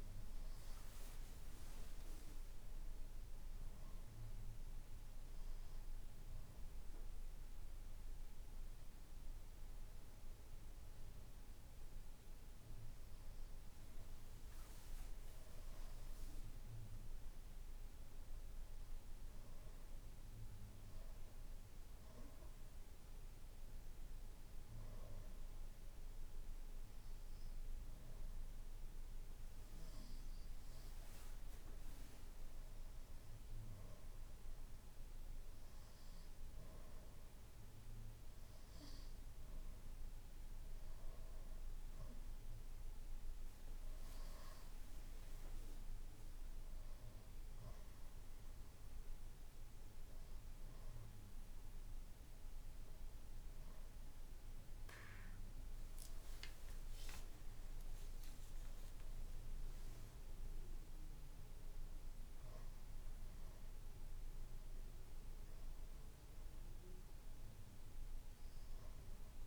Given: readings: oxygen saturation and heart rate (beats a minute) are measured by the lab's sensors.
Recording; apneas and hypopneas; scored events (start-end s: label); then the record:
breathing in sleep, hard to hear, by a room microphone; none
none scored
From the record:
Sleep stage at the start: N2 (light sleep); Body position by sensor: on the back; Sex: male